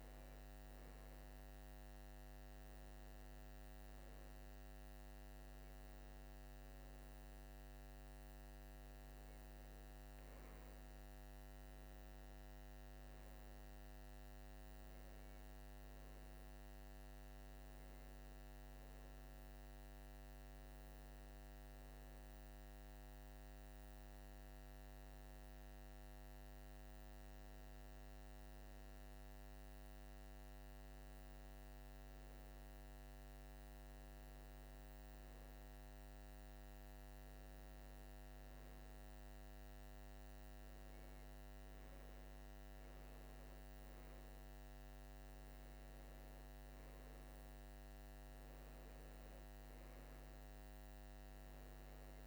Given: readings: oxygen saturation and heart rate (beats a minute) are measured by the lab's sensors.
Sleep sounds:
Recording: breathing in sleep, hard to hear, by a microphone on the trachea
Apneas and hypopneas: none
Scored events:
none scored
From the record:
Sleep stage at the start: N2 (light sleep)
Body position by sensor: on the right side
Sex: male

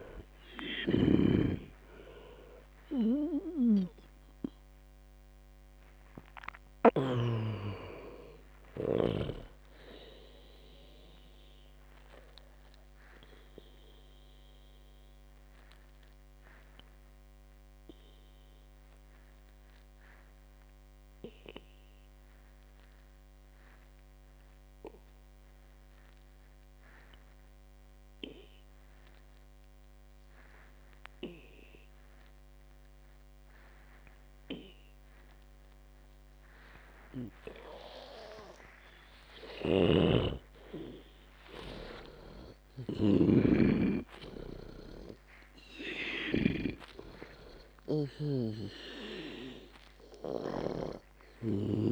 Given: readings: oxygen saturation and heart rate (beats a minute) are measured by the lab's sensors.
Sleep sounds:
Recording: breathing in sleep by a microphone on the trachea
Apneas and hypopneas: 1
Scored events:
0.00-28.00 s: oxygen desaturation (device-marked, oxygen 88% lowest, heart rate 57 extreme)
1.00-8.00 s: snoring (device-marked)
13.50-39.00 s: obstructive apnea (oxygen 98% before, 88% lowest, heart rate 81 before, 54 extreme, up 48 after)
40.00-44.00 s: arousal
40.00-51.50 s: snoring (device-marked)
40.00-51.92 s: oxygen desaturation (device-marked, oxygen 99% before, 90% lowest, heart rate 60 before, 54 extreme)
From the record:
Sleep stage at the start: N2 (light sleep)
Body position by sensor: on the back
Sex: female

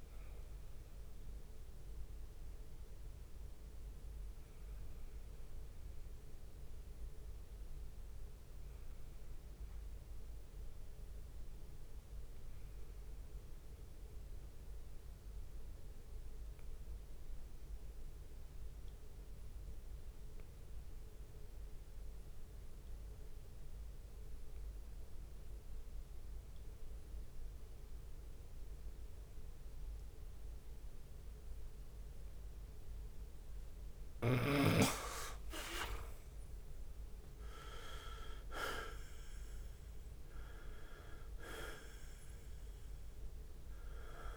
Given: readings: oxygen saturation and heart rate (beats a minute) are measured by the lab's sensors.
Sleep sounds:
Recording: breathing in sleep by a room microphone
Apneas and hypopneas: 1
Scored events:
0.00-9.50 s: oxygen desaturation (device-marked, oxygen 93% lowest)
2.50-33.00 s: obstructive apnea (oxygen 98% before, 91% lowest)
25.50-44.37 s: oxygen desaturation (device-marked, oxygen 98% before, 93% lowest)
34.00-36.00 s: leg movement (device-marked)
35.50-40.00 s: arousal
37.50-39.00 s: leg movement (device-marked)
From the record:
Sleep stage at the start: N2 (light sleep)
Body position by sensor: on the back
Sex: male

